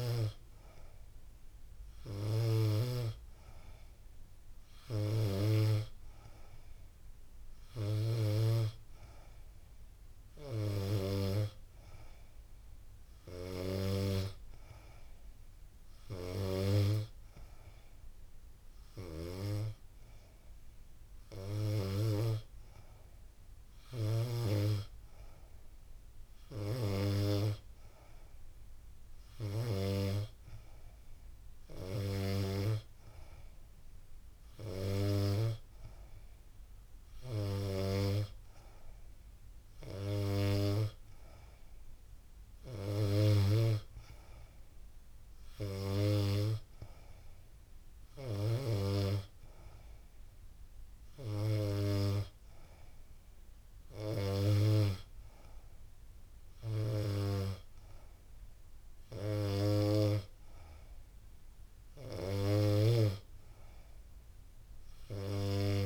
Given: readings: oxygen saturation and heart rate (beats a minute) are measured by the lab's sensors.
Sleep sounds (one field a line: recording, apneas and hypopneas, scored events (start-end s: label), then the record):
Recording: breathing in sleep by a room microphone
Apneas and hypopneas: none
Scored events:
none scored
From the record:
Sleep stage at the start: N2 (light sleep)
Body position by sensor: on the back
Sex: female